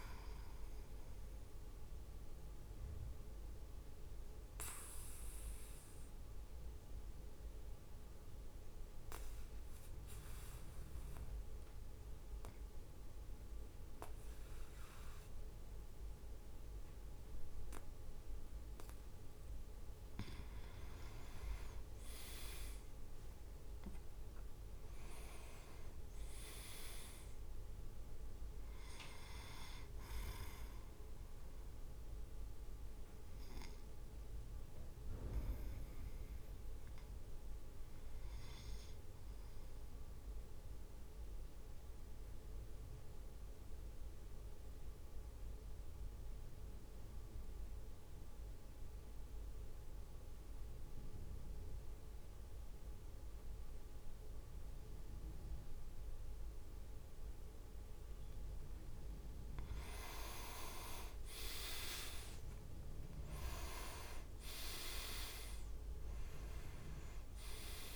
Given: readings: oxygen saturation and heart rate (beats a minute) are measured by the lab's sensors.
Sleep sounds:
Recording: breathing in sleep by a room microphone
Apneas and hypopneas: 2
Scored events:
2.50-21.00 s: obstructive apnea (oxygen 99% before, 95% lowest, heart rate 56 before, 52 extreme, up 8 after)
19.00-33.00 s: drop in pulse transit time (device-marked, heart rate 54 before, 54 extreme)
22.50-26.00 s: arousal
41.50-59.00 s: mixed apnea (oxygen 99% before, 94% lowest, heart rate 57 before, 52 extreme, up 9 after)
60.50-65.00 s: arousal
62.00-67.96 s: drop in pulse transit time (device-marked, heart rate 54 before, 54 extreme)
62.00-67.96 s: oxygen desaturation (device-marked, oxygen 99% before, 95% lowest, heart rate 54 before, 54 extreme)
From the record:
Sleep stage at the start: N2 (light sleep)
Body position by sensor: on the back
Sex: male

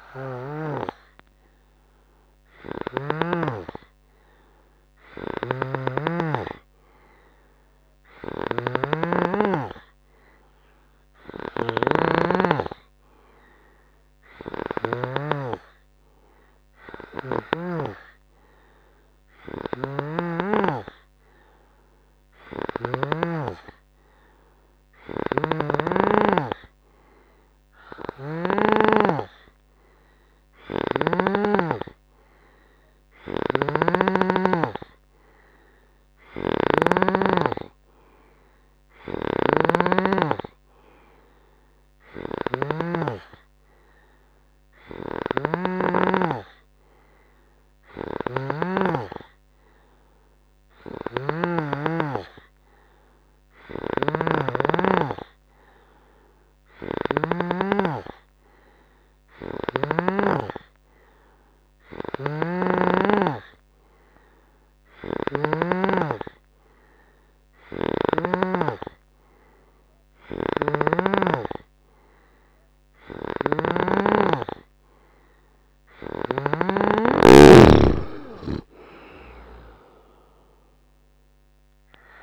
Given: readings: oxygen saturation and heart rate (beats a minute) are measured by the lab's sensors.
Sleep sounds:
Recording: breathing in sleep by a microphone on the trachea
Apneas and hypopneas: none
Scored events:
0.00-1.00 s: snoring (device-marked)
5.50-15.50 s: snoring (device-marked)
20.00-23.50 s: snoring (device-marked)
25.50-29.00 s: snoring (device-marked)
33.50-49.00 s: snoring (device-marked)
51.00-60.50 s: snoring (device-marked)
62.50-66.00 s: snoring (device-marked)
70.50-77.00 s: snoring (device-marked)
74.50-77.50 s: arousal
From the record:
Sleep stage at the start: N3 (deep sleep)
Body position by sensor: on the right side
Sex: male

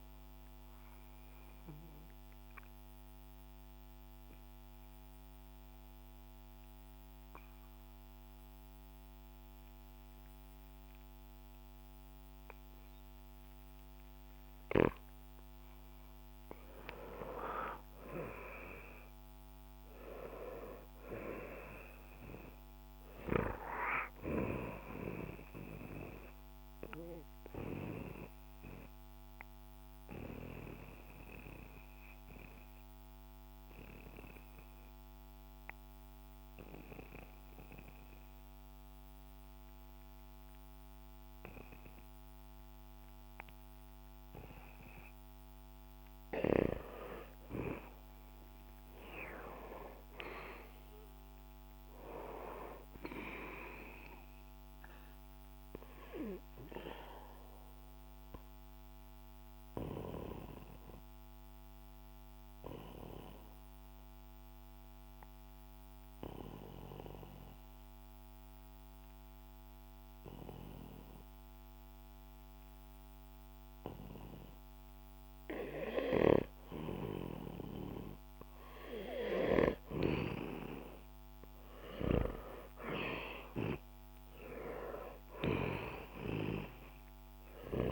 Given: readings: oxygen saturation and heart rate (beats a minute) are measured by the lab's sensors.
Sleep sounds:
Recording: breathing in sleep by a microphone on the trachea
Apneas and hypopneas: 3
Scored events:
0.50-15.50 s: mixed apnea (oxygen 97% before, 92% lowest, heart rate 81 before, 63 extreme, up 3 after)
17.50-21.50 s: arousal
22.00-42.00 s: oxygen desaturation (device-marked, oxygen 100% before, 92% lowest, heart rate 65 before, 62 extreme)
27.00-87.92 s: new sleep stage, N2 (light sleep)
28.00-45.50 s: mixed apnea (oxygen 100% before, 90% lowest, heart rate 65 before, 62 extreme, up 4 after)
48.50-52.50 s: arousal
52.00-74.00 s: oxygen desaturation (device-marked, oxygen 99% before, 92% lowest, heart rate 68 before, 62 extreme)
58.50-78.00 s: obstructive apnea (oxygen 99% before, 90% lowest, heart rate 68 before, 61 extreme, up 6 after)
80.00-84.00 s: arousal
83.00-87.92 s: oxygen desaturation (device-marked, oxygen 98% before, 90% lowest, heart rate 65 before, 61 extreme)
From the record:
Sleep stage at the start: N1 (lightest sleep)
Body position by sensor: on the back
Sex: male

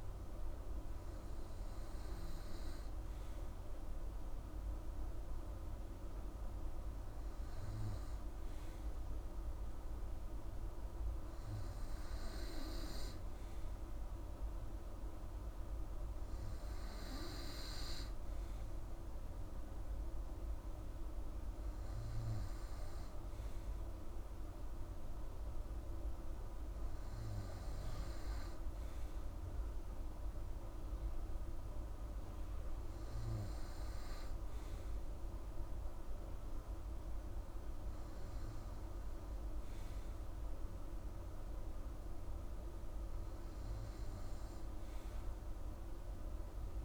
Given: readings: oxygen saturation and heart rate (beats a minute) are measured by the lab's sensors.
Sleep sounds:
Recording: breathing in sleep, hard to hear, by a room microphone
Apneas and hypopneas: none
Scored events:
none scored
From the record:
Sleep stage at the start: N2 (light sleep)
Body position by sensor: on the right side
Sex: female

